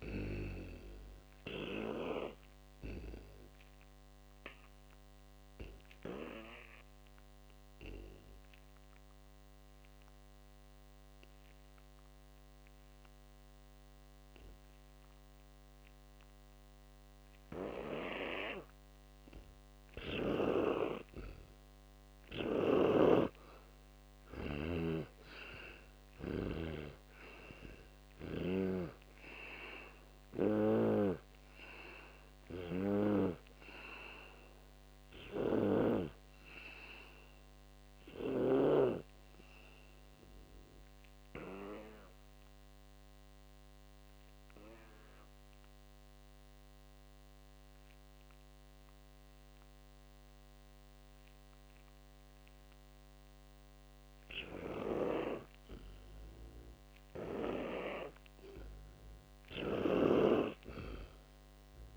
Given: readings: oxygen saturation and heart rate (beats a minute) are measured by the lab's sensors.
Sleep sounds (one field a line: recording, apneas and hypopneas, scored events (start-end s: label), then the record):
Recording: breathing in sleep by a microphone on the trachea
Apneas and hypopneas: 2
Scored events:
0.50-22.50 s: oxygen desaturation (device-marked, oxygen 96% before, 87% lowest, heart rate 53 before, 46 extreme)
3.00-21.50 s: obstructive apnea (oxygen 100% before, 87% lowest, heart rate 56 before, 46 extreme, up 24 after)
25.00-28.50 s: arousal
25.00-29.00 s: snoring (device-marked)
31.00-39.00 s: snoring (device-marked)
36.50-56.50 s: oxygen desaturation (device-marked, oxygen 98% before, 87% lowest, heart rate 66 before, 59 extreme)
40.00-54.00 s: obstructive apnea (oxygen 99% before, 87% lowest, heart rate 67 before, 59 extreme, up 11 after)
56.50-60.00 s: arousal
From the record:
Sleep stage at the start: N2 (light sleep)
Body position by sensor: on the back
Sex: male